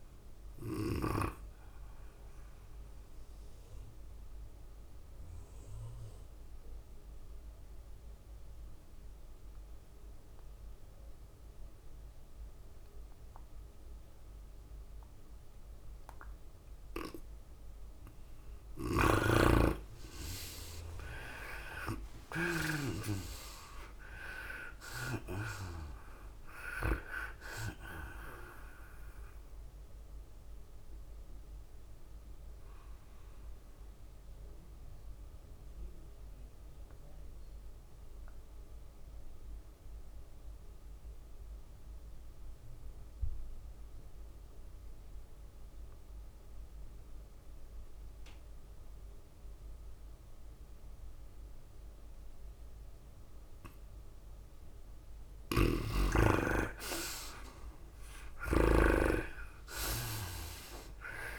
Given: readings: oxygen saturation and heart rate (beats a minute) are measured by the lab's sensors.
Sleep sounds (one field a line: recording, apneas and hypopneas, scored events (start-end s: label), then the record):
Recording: breathing in sleep by a room microphone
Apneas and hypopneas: 2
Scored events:
0.00-3.00 s: tachycardia (device-marked, heart rate 103 extreme)
0.00-8.00 s: drop in pulse transit time (device-marked, heart rate 99 extreme)
0.00-8.00 s: oxygen desaturation (device-marked, oxygen 83% lowest, heart rate 95 extreme)
4.00-17.50 s: obstructive apnea (oxygen 97% before, 81% lowest, heart rate 99 before, 95 extreme, up 5 after)
19.50-23.50 s: snoring (device-marked)
21.00-44.00 s: oxygen desaturation (device-marked, oxygen 98% before, 82% lowest, heart rate 98 before, 94 extreme)
22.50-26.50 s: arousal
23.00-36.00 s: tachycardia (device-marked, heart rate 99 before, 104 extreme)
25.00-39.00 s: drop in pulse transit time (device-marked, heart rate 97 before, 100 extreme)
31.00-55.50 s: obstructive apnea (oxygen 98% before, 78% lowest, heart rate 98 before, 94 extreme, up 6 after)
51.00-61.39 s: oxygen desaturation (device-marked, oxygen 99% before, 81% lowest, heart rate 99 before, 91 extreme)
56.00-59.50 s: snoring (device-marked)
57.50-60.50 s: arousal
From the record:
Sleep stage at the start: N2 (light sleep)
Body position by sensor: on the right side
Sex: female